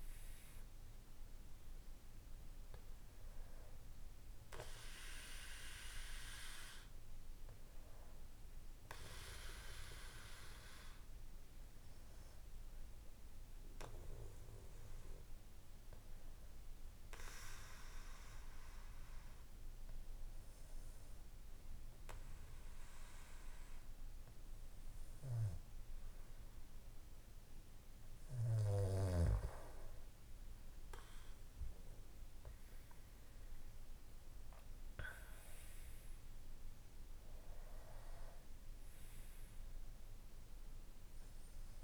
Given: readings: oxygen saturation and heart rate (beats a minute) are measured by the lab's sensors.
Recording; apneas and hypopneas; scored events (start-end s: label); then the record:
breathing in sleep by a room microphone; 1
0.00-25.00 s: oxygen desaturation (device-marked, oxygen 91% lowest, heart rate 55 extreme)
7.50-24.50 s: obstructive apnea (oxygen 94% before, 91% lowest, heart rate 60 before, 55 extreme, up 1 after)
27.50-33.00 s: arousal
From the record:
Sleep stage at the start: N2 (light sleep); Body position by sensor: on the back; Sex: male